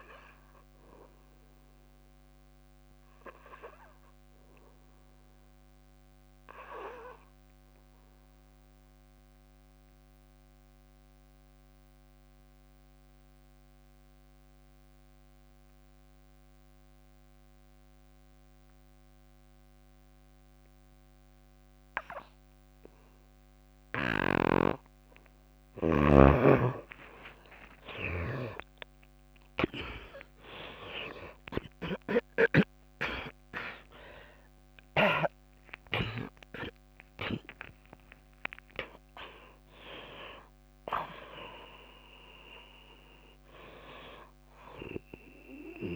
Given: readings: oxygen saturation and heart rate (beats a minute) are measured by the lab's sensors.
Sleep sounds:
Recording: breathing in sleep by a microphone on the trachea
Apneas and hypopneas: 1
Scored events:
0.00-4.50 s: oxygen desaturation (device-marked, oxygen 88% lowest, heart rate 55 extreme)
1.50-24.00 s: obstructive apnea (oxygen 98% before, 81% lowest, heart rate 68 before, 55 extreme, up 58 after)
19.50-45.96 s: oxygen desaturation (device-marked, oxygen 98% before, 81% lowest, heart rate 56 before, 56 extreme)
26.00-30.00 s: arousal
26.50-36.00 s: snoring (device-marked)
27.50-35.50 s: tachycardia (device-marked, heart rate 64 before, 125 extreme)
28.50-30.50 s: long interval between heartbeats (device-marked, heart rate 59 before, 95 extreme)
30.50-32.50 s: long interval between heartbeats (device-marked, heart rate 63 before, 112 extreme)
35.00-37.00 s: long interval between heartbeats (device-marked, heart rate 75 before, 117 extreme)
35.50-45.96 s: drop in pulse transit time (device-marked, heart rate 78 before, 65 extreme)
From the record:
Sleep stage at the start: N2 (light sleep)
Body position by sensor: on the back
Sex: female

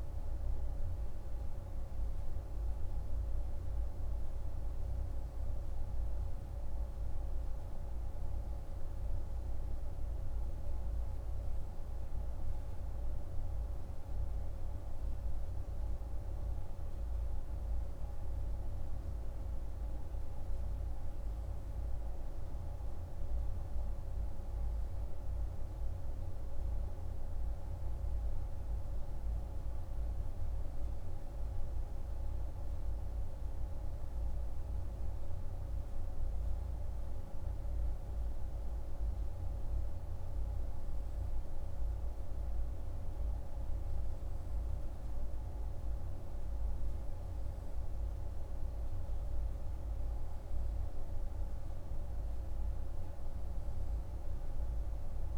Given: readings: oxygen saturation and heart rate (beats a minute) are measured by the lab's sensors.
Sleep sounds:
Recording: breathing in sleep, hard to hear, by a room microphone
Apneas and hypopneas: none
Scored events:
none scored
From the record:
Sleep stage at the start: N3 (deep sleep)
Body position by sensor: on the right side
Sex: male

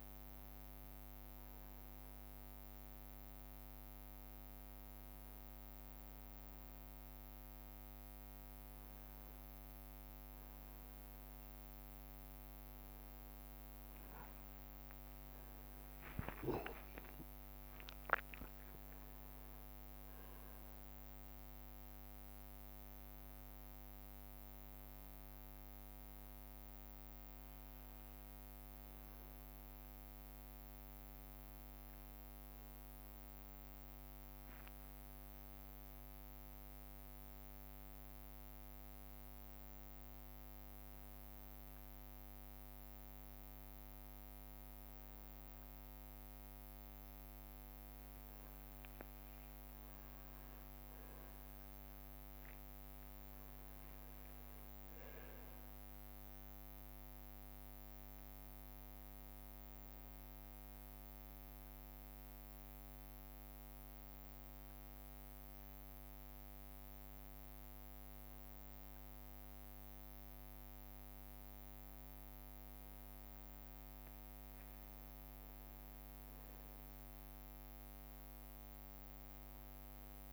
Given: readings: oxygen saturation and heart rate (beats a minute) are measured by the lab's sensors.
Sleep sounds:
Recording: a person partly awake in a sleep study, hard to hear, by a microphone on the trachea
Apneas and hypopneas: none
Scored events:
14.50-23.50 s: leg movement (device-marked)
17.00-19.00 s: long interval between heartbeats (device-marked, heart rate 64 before, 74 extreme)
21.50-80.33 s: new sleep stage, N1 (lightest sleep)
25.00-32.50 s: leg movement (device-marked)
36.00-43.00 s: leg movement (device-marked)
45.00-51.00 s: leg movement (device-marked)
49.50-51.50 s: long interval between heartbeats (device-marked, heart rate 65 before, 73 extreme)
50.00-54.00 s: arousal
53.00-59.00 s: leg movement (device-marked)
60.50-66.00 s: leg movement (device-marked)
68.00-73.50 s: leg movement (device-marked)
75.50-80.33 s: leg movement (device-marked)
From the record:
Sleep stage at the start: awake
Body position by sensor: on the back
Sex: male

